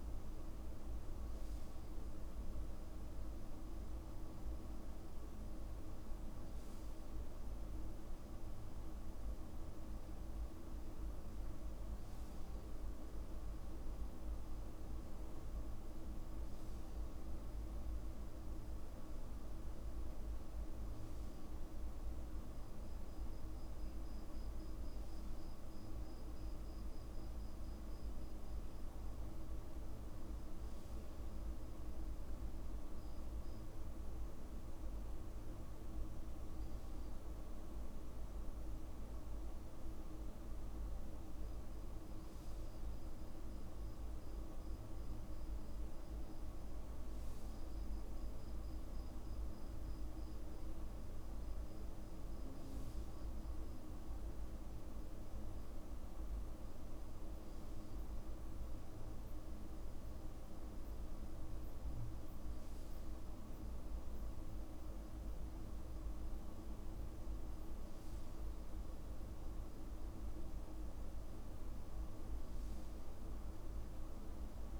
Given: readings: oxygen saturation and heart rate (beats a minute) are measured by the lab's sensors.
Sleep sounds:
breathing in sleep, hard to hear, by a room microphone; none
none scored
From the record:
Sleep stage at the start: N2 (light sleep); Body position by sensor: on the back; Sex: male

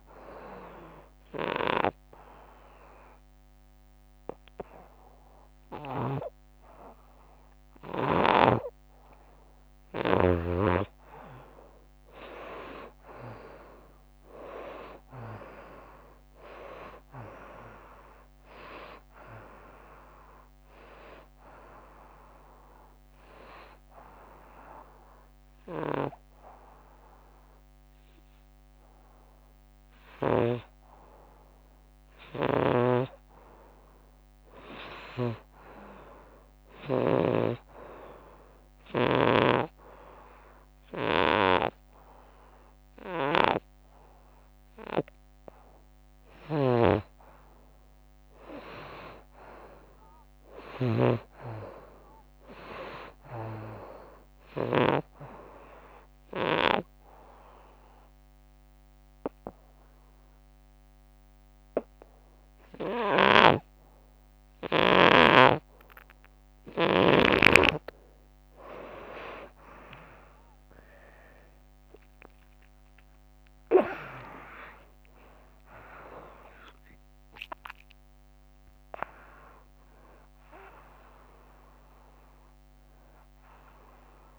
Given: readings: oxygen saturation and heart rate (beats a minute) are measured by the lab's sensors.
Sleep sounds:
breathing in sleep by a microphone on the trachea; 4
0.00-6.00 s: snoring (device-marked)
1.00-11.00 s: obstructive apnea (oxygen 96% before, 87% lowest, heart rate 90 before, 83 extreme, up 2 after)
5.50-11.50 s: oxygen desaturation (device-marked, oxygen 95% before, 89% lowest, heart rate 91 before, 82 extreme)
14.00-17.00 s: arousal
20.50-30.50 s: oxygen desaturation (device-marked, oxygen 95% before, 87% lowest, heart rate 93 before, 81 extreme)
21.50-31.50 s: hypopnea (oxygen 95% before, 83% lowest, heart rate 93 before, 81 extreme)
25.50-30.50 s: snoring (device-marked)
33.00-36.00 s: arousal
35.00-39.00 s: snoring (device-marked)
38.50-48.50 s: obstructive apnea (oxygen 96% before, 83% lowest, heart rate 91 before, 74 extreme, up 8 after)
41.00-55.00 s: snoring (device-marked)
42.50-48.50 s: oxygen desaturation (device-marked, oxygen 96% before, 90% lowest, heart rate 89 before, 74 extreme)
49.00-52.00 s: arousal
55.50-68.00 s: obstructive apnea (oxygen 96% before, 83% lowest, heart rate 88 before, 74 extreme, up 7 after)
57.50-64.50 s: oxygen desaturation (device-marked, oxygen 93% before, 87% lowest, heart rate 90 before, 74 extreme)
63.00-67.00 s: snoring (device-marked)
70.50-76.50 s: arousal
70.50-84.39 s: oxygen desaturation (device-marked, oxygen 94% before, 83% lowest, heart rate 90 before, 72 extreme)
From the record:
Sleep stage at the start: N2 (light sleep); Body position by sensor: on the front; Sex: female

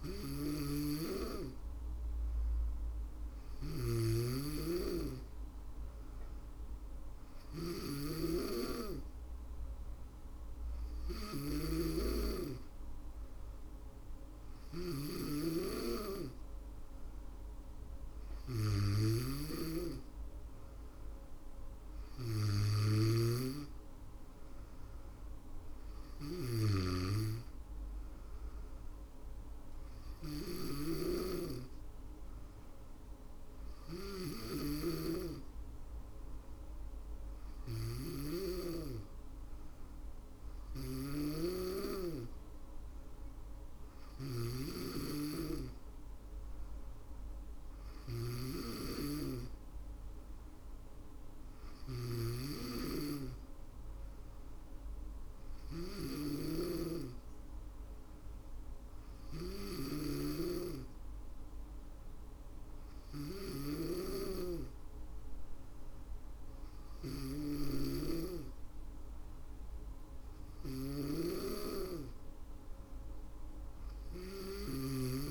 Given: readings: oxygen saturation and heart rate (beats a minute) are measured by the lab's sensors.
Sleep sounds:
breathing in sleep by a room microphone; none
0.00-2.50 s: drop in pulse transit time (device-marked, heart rate 60 extreme)
0.00-75.31 s: snoring (device-marked)
70.50-75.31 s: drop in pulse transit time (device-marked, heart rate 64 before, 64 extreme)
From the record:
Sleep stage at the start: N2 (light sleep); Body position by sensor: on the back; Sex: female

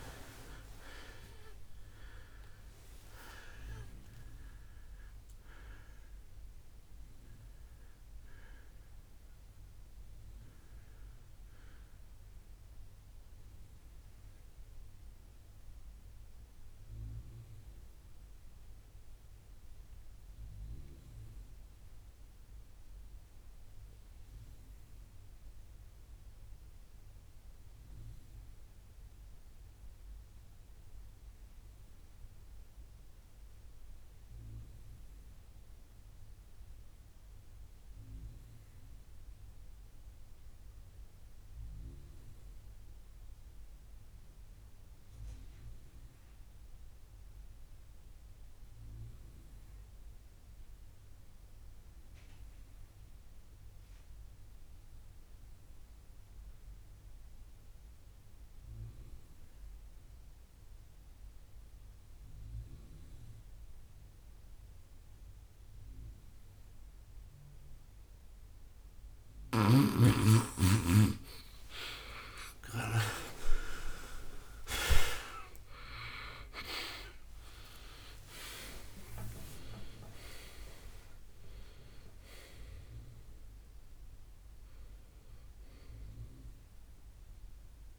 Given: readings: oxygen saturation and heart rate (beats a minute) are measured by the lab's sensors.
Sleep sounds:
breathing in sleep by a room microphone; 1
0.00-28.50 s: oxygen desaturation (device-marked, oxygen 71% lowest, heart rate 55 extreme)
13.00-68.50 s: mixed apnea (oxygen 86% before, 67% lowest, heart rate 79 before, 53 extreme, up 27 after)
35.50-87.99 s: oxygen desaturation (device-marked, oxygen 98% before, 67% lowest, heart rate 74 before, 53 extreme)
73.00-78.00 s: arousal
From the record:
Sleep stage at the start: N2 (light sleep); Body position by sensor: on the right side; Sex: male

